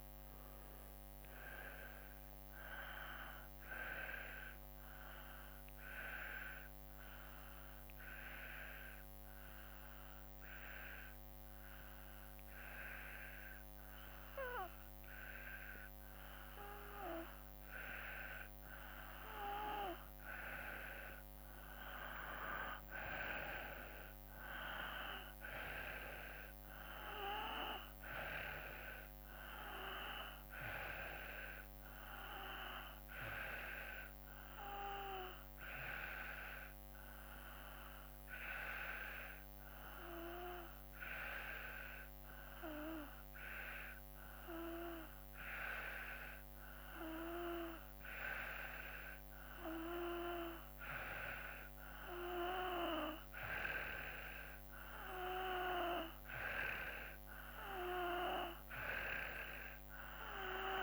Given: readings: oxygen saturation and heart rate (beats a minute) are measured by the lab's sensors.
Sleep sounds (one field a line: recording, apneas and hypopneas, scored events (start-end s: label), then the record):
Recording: breathing in sleep by a microphone on the trachea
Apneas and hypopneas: 2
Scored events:
0.00-4.50 s: drop in pulse transit time (device-marked, heart rate 56 extreme)
0.00-7.50 s: oxygen desaturation (device-marked, oxygen 90% lowest, heart rate 53 extreme)
5.50-18.50 s: hypopnea (oxygen 95% before, 90% lowest, heart rate 57 before, 53 extreme, up 4 after)
20.00-24.00 s: arousal
24.50-43.50 s: oxygen desaturation (device-marked, oxygen 95% before, 90% lowest, heart rate 55 before, 54 extreme)
35.50-49.00 s: hypopnea (oxygen 95% before, 91% lowest, heart rate 56 before, 54 extreme, up 4 after)
51.00-55.00 s: arousal
From the record:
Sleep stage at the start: N2 (light sleep)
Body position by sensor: on the back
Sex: male